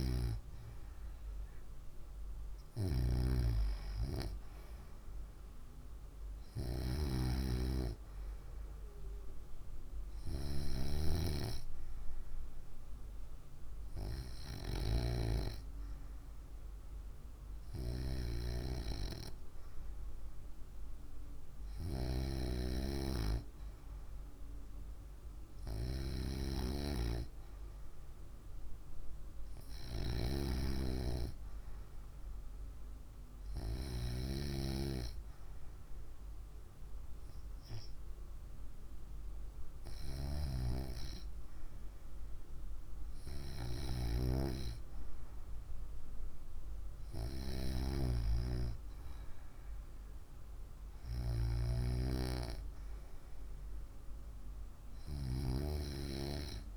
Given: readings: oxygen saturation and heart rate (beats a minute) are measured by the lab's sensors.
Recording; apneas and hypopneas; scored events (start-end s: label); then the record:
breathing in sleep by a room microphone; none
none scored
From the record:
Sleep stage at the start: N2 (light sleep); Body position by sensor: on the right side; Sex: female